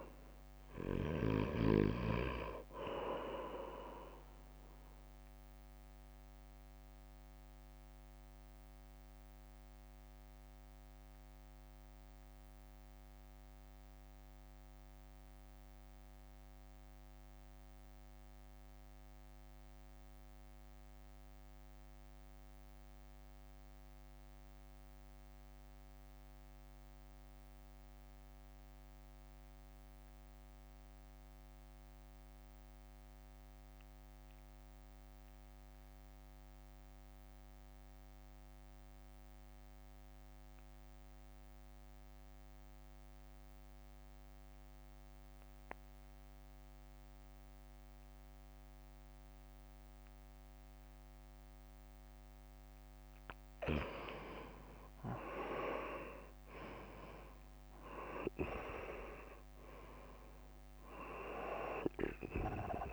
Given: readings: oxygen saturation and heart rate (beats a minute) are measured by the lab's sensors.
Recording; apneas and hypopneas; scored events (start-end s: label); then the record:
breathing in sleep by a microphone on the trachea; 1
0.00-9.50 s: drop in pulse transit time (device-marked, heart rate 54 extreme)
0.00-28.50 s: oxygen desaturation (device-marked, oxygen 78% lowest, heart rate 53 extreme)
5.00-51.00 s: mixed apnea (oxygen 95% before, 78% lowest, heart rate 56 before, 53 extreme, up 4 after)
43.50-62.93 s: oxygen desaturation (device-marked, oxygen 98% before, 84% lowest, heart rate 62 before, 55 extreme)
54.50-62.93 s: drop in pulse transit time (device-marked, heart rate 60 before, 55 extreme)
55.50-60.50 s: arousal
From the record:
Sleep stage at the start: REM sleep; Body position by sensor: on the right side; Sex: male